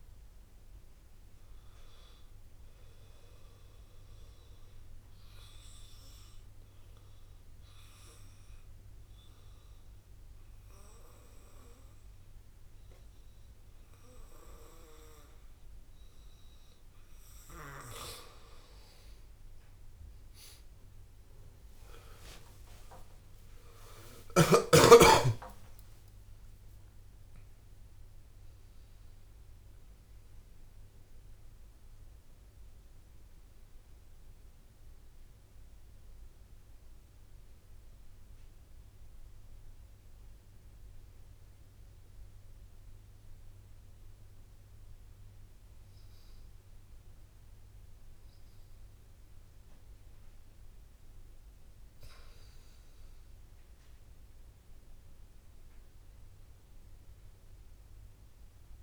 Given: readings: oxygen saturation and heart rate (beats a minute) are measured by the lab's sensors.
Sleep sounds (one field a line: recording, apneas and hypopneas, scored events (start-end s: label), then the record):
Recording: breathing in sleep by a room microphone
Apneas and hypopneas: 2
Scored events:
3.50-18.00 s: obstructive apnea (oxygen 99% before, 94% lowest, heart rate 56 before, 49 extreme, up 23 after)
5.50-7.50 s: long interval between heartbeats (device-marked, heart rate 56 before, 58 extreme)
21.50-27.00 s: arousal
22.50-24.50 s: long interval between heartbeats (device-marked, heart rate 55 before, 65 extreme)
24.00-40.00 s: oxygen desaturation (device-marked, oxygen 99% before, 94% lowest)
40.50-52.00 s: hypopnea (oxygen 99% before, 94% lowest)
55.00-58.83 s: arousal
From the record:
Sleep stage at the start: N2 (light sleep)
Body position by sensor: on the back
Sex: male